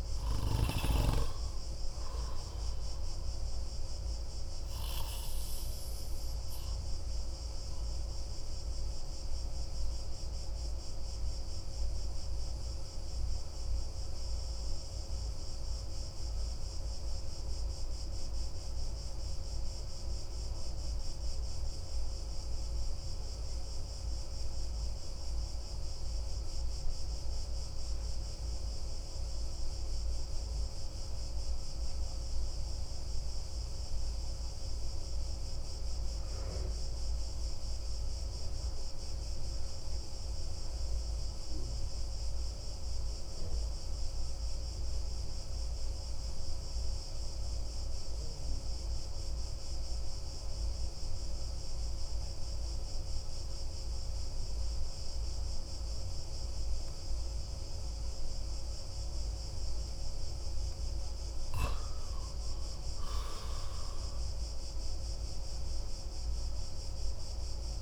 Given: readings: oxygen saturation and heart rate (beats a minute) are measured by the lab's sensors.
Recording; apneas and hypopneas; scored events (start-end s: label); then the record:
breathing in sleep, hard to hear, by a room microphone; 1
0.00-6.00 s: oxygen desaturation (device-marked, oxygen 92% lowest)
5.00-58.00 s: obstructive apnea (oxygen 97% before, 91% lowest)
8.00-25.00 s: oxygen desaturation (device-marked, oxygen 97% before, 93% lowest)
48.00-67.82 s: oxygen desaturation (device-marked, oxygen 97% before, 92% lowest)
61.50-66.50 s: arousal
From the record:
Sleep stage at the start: N2 (light sleep); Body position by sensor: on the back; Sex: male